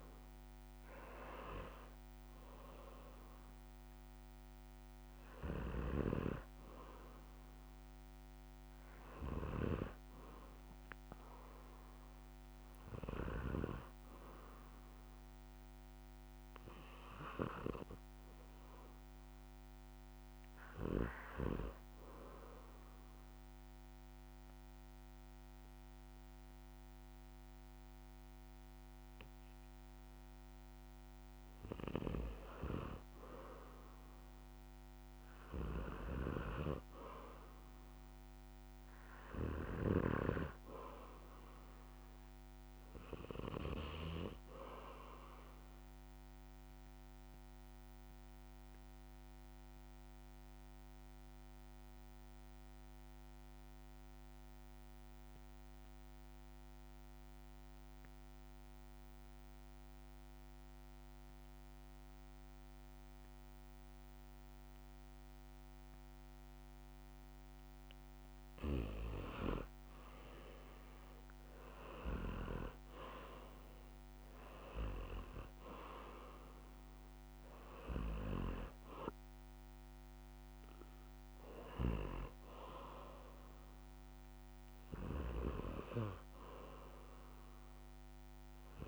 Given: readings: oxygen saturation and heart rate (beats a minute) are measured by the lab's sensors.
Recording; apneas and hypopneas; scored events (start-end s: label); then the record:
breathing in sleep by a microphone on the trachea; 2
0.00-14.00 s: oxygen desaturation (device-marked, oxygen 81% lowest, heart rate 59 extreme)
16.00-18.50 s: arousal
22.00-33.00 s: obstructive apnea (oxygen 98% before, 87% lowest, heart rate 71 before, 57 extreme, up 1 after)
35.50-38.50 s: arousal
40.00-62.00 s: oxygen desaturation (device-marked, oxygen 98% before, 94% lowest, heart rate 66 before, 57 extreme)
45.50-67.50 s: obstructive apnea (oxygen 98% before, 87% lowest, heart rate 65 before, 57 extreme, up 7 after)
69.00-88.88 s: oxygen desaturation (device-marked, oxygen 96% before, 87% lowest, heart rate 59 before, 62 extreme)
70.00-72.50 s: arousal
From the record:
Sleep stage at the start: REM sleep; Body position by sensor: on the back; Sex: male